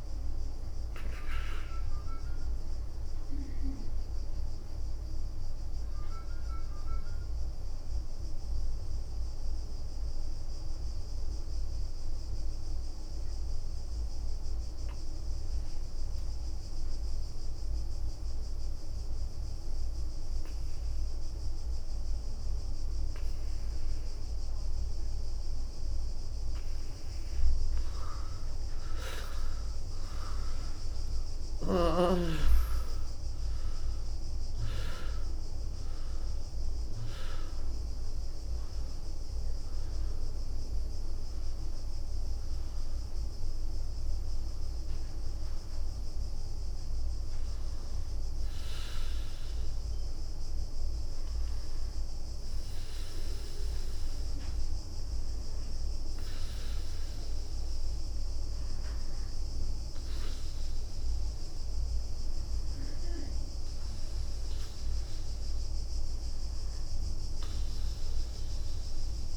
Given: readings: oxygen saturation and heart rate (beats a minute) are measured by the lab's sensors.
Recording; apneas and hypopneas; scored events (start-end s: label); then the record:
breathing in sleep by a room microphone; 1
0.00-2.50 s: leg movement (device-marked)
5.50-18.00 s: obstructive apnea (oxygen 97% before, 92% lowest, heart rate 68 before, 65 extreme, up 6 after)
28.50-33.00 s: arousal
29.00-43.00 s: oxygen desaturation (device-marked, oxygen 96% before, 92% lowest, heart rate 68 before, 66 extreme)
50.00-69.37 s: new sleep stage, N2 (light sleep)
From the record:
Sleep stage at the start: REM sleep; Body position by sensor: on the right side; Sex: female